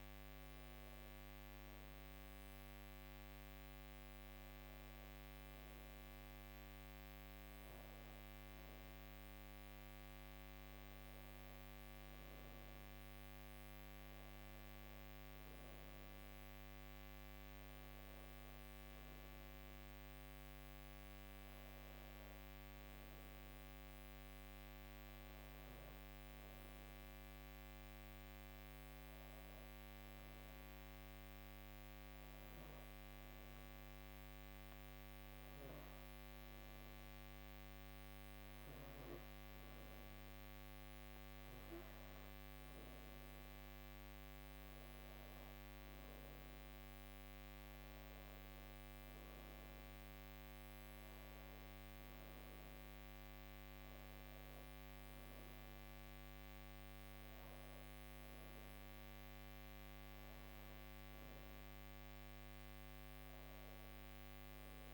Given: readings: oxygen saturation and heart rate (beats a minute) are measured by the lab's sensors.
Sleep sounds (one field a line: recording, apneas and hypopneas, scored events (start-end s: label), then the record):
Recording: breathing in sleep, hard to hear, by a microphone on the trachea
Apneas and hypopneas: none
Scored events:
none scored
From the record:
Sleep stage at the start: N2 (light sleep)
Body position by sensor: on the back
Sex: female